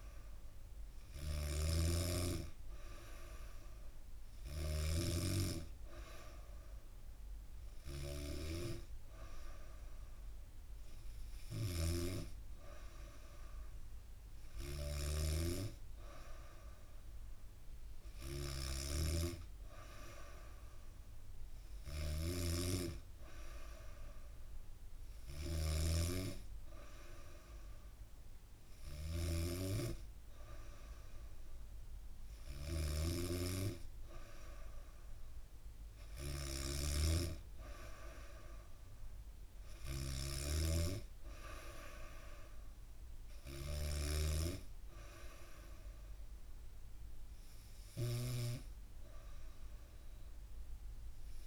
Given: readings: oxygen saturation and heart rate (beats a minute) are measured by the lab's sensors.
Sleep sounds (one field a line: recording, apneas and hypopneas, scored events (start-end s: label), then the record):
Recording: breathing in sleep by a room microphone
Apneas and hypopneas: none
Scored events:
0.00-51.46 s: snoring (device-marked)
From the record:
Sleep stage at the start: N3 (deep sleep)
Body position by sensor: on the back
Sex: female